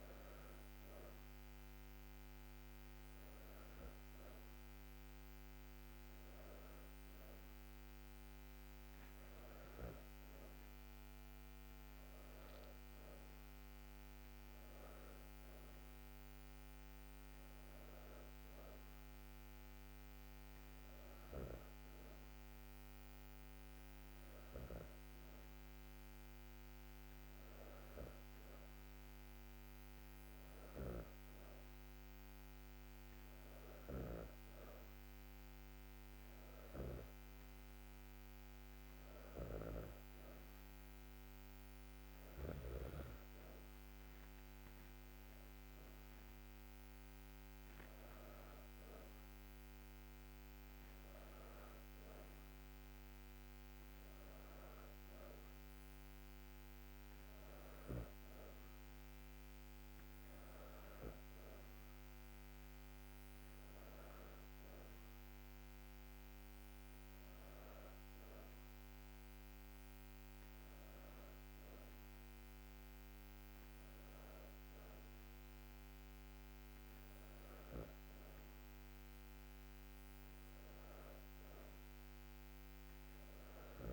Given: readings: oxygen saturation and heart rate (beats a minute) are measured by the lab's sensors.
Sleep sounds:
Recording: breathing in sleep, hard to hear, by a microphone on the trachea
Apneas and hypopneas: none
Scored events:
none scored
From the record:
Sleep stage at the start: N2 (light sleep)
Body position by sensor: on the back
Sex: female

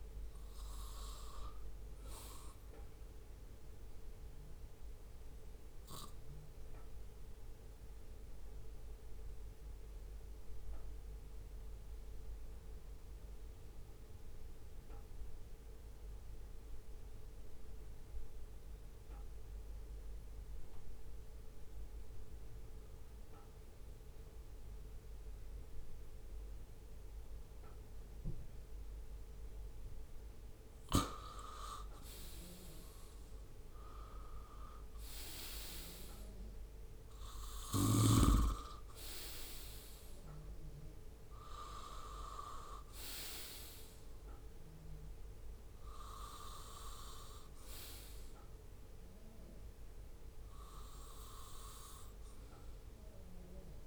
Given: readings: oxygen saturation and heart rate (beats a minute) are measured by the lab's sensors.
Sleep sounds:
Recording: breathing in sleep by a room microphone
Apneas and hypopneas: 1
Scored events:
3.50-29.50 s: obstructive apnea (oxygen 99% before, 94% lowest, heart rate 67 before, 66 extreme, up 5 after)
33.00-37.00 s: arousal
From the record:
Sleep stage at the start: N2 (light sleep)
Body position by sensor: on the right side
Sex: male

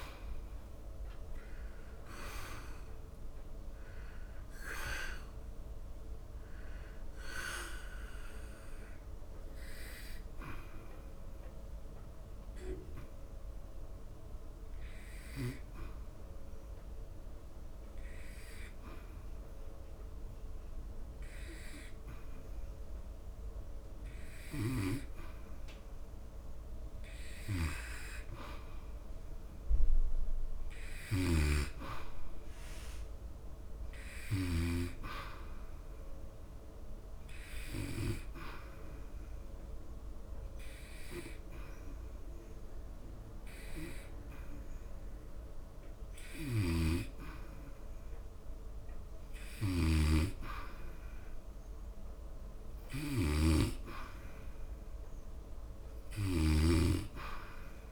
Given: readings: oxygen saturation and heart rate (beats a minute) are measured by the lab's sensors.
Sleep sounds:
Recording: breathing in sleep by a room microphone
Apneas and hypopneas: 1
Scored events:
0.00-4.50 s: oxygen desaturation (device-marked, oxygen 90% lowest, heart rate 75 extreme)
9.00-25.00 s: hypopnea (oxygen 94% before, 92% lowest, heart rate 79 before, 73 extreme)
28.00-31.00 s: arousal
36.50-51.50 s: oxygen desaturation (device-marked, oxygen 97% before, 92% lowest, heart rate 78 before, 73 extreme)
From the record:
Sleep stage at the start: N2 (light sleep)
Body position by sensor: on the back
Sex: male

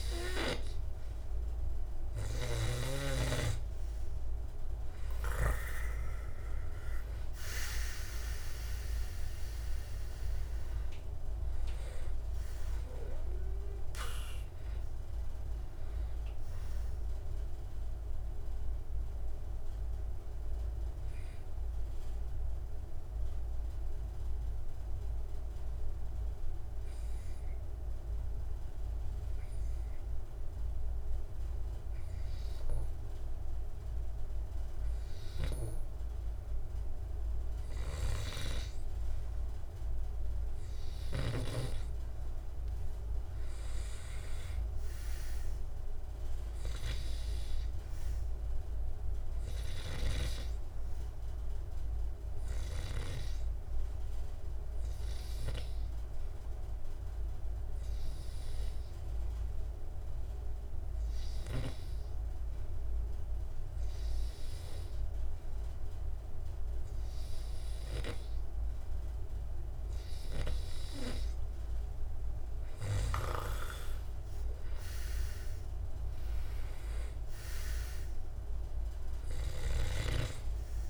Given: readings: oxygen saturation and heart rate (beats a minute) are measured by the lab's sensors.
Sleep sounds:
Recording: breathing in sleep by a room microphone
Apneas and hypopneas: 2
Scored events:
18.50-36.50 s: obstructive apnea (oxygen 95% before, 93% lowest, heart rate 80 before, 68 extreme, up 3 after)
38.50-41.00 s: arousal
42.50-59.50 s: oxygen desaturation (device-marked, oxygen 100% before, 93% lowest, heart rate 71 before, 68 extreme)
57.00-71.50 s: obstructive apnea (oxygen 100% before, 90% lowest, heart rate 76 before, 67 extreme, up 10 after)
73.50-80.90 s: oxygen desaturation (device-marked, oxygen 98% before, 93% lowest, heart rate 71 before, 66 extreme)
74.50-78.50 s: arousal
From the record:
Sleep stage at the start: N2 (light sleep)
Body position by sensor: on the back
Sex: male

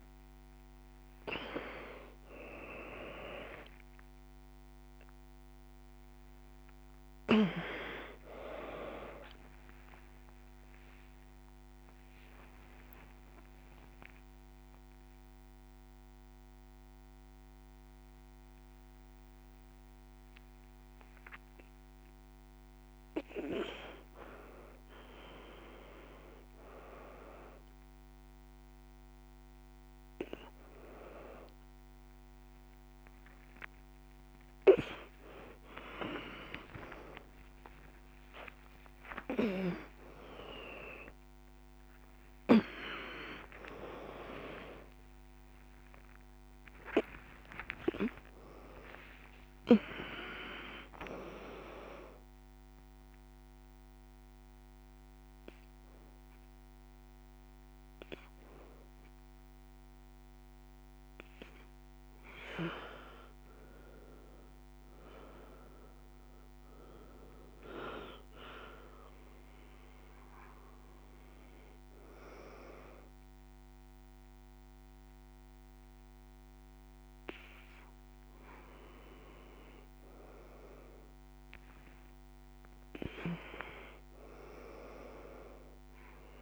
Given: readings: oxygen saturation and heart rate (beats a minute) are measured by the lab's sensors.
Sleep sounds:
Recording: a person awake in a sleep study, by a microphone on the trachea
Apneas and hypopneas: none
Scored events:
44.00-54.00 s: oxygen desaturation (device-marked, oxygen 97% before, 92% lowest, heart rate 167 before, 68 extreme)
From the record:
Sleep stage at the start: awake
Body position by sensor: on the right side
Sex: female

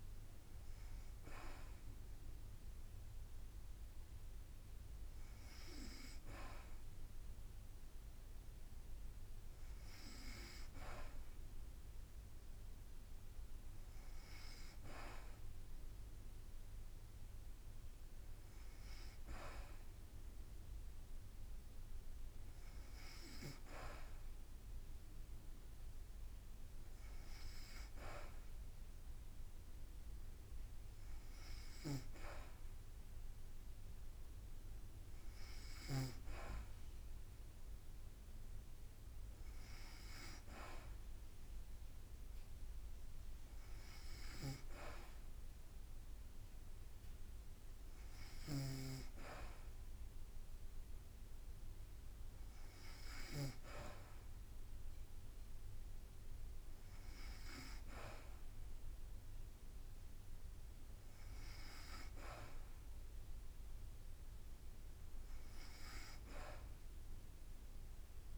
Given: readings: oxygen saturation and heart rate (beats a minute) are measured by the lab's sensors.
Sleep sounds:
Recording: breathing in sleep by a room microphone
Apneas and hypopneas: none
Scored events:
48.00-53.50 s: snoring (device-marked)
From the record:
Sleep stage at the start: N2 (light sleep)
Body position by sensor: on the back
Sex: female

